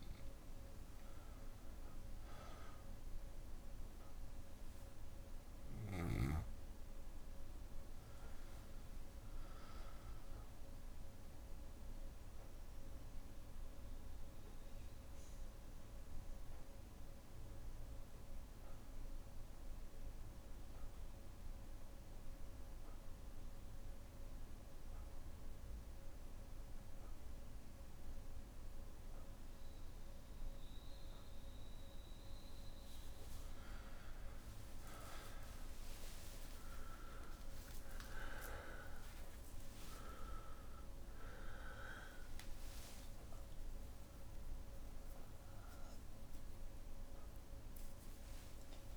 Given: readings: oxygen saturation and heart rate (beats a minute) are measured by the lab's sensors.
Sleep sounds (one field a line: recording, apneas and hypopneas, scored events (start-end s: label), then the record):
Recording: breathing in sleep by a room microphone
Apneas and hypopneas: 1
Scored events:
12.50-30.50 s: obstructive apnea (oxygen 99% before, 95% lowest, heart rate 60 before, 57 extreme, up 8 after)
14.00-28.00 s: bradycardia (device-marked, heart rate 65 before, 57 extreme)
36.00-40.00 s: arousal
43.00-45.00 s: long interval between heartbeats (device-marked, heart rate 61 before, 74 extreme)
From the record:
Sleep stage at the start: N2 (light sleep)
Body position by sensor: on the back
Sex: male